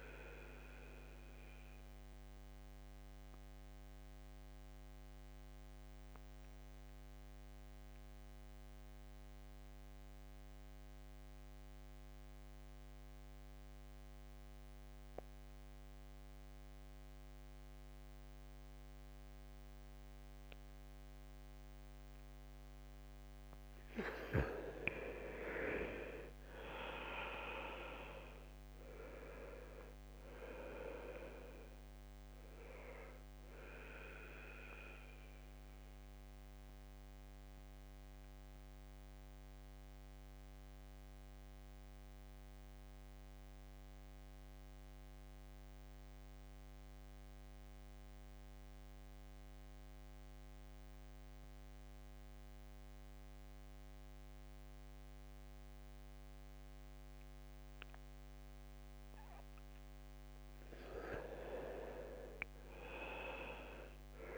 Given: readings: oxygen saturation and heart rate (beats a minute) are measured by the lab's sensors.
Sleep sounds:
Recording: breathing in sleep by a microphone on the trachea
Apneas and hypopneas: 2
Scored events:
0.00-19.00 s: oxygen desaturation (device-marked, oxygen 82% lowest, heart rate 63 extreme)
1.00-23.00 s: mixed apnea (oxygen 99% before, 82% lowest, heart rate 69 before, 63 extreme, up 3 after)
21.00-54.00 s: oxygen desaturation (device-marked, oxygen 98% before, 85% lowest, heart rate 68 before, 63 extreme)
24.50-28.50 s: arousal
34.50-59.50 s: mixed apnea (oxygen 98% before, 81% lowest, heart rate 72 before, 63 extreme, up 4 after)
61.00-64.38 s: arousal
From the record:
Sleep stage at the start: N2 (light sleep)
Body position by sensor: on the back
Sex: male

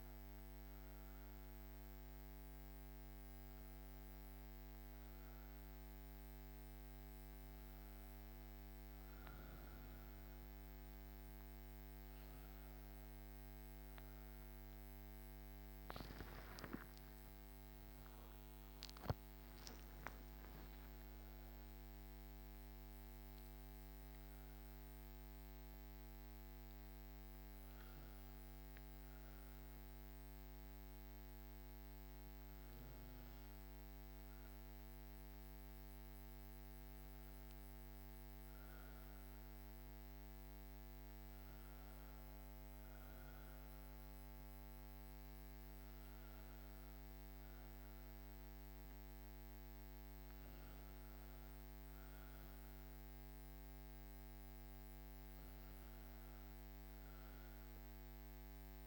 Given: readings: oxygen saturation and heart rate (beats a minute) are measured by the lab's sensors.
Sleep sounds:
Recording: breathing in sleep, hard to hear, by a microphone on the trachea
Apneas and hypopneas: none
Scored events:
3.50-58.87 s: new sleep stage, N2 (light sleep)
15.50-20.50 s: arousal
17.00-19.00 s: long interval between heartbeats (device-marked, heart rate 66 before, 70 extreme)
From the record:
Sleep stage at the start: N1 (lightest sleep)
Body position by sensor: on the right side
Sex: female

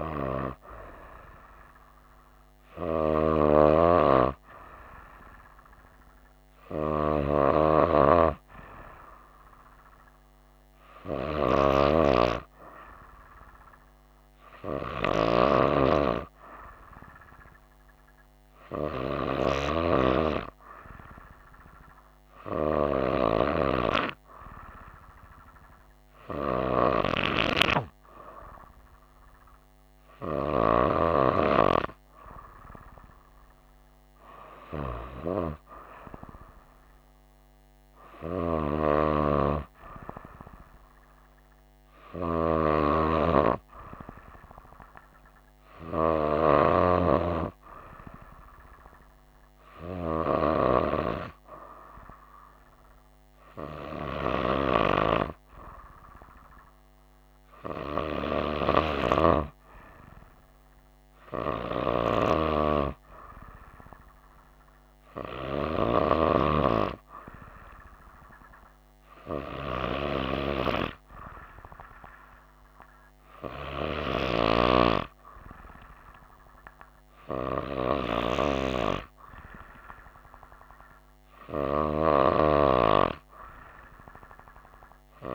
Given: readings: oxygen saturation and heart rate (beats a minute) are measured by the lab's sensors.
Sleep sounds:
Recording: breathing in sleep by a microphone on the trachea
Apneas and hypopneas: none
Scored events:
none scored
From the record:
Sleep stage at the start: N2 (light sleep)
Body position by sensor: on the right side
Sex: female

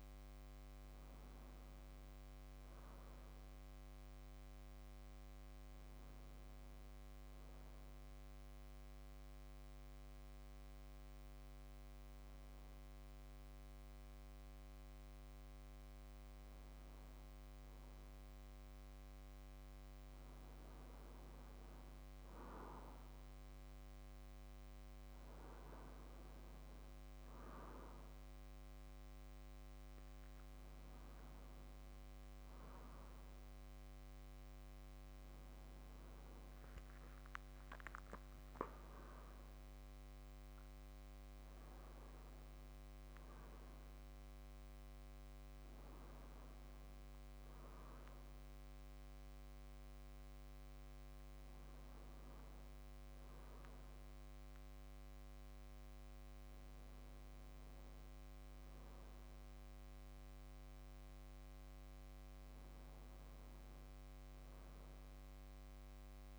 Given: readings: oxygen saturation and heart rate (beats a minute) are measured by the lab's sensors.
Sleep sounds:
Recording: breathing in sleep, hard to hear, by a microphone on the trachea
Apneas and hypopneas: 1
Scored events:
0.50-4.00 s: arousal
6.00-18.00 s: obstructive apnea (oxygen 96% before, 93% lowest, heart rate 66 before, 57 extreme, up 4 after)
18.50-21.50 s: arousal
24.00-40.00 s: oxygen desaturation (device-marked, oxygen 96% before, 93% lowest, heart rate 66 before, 58 extreme)
From the record:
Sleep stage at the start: N2 (light sleep)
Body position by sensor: on the back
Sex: male

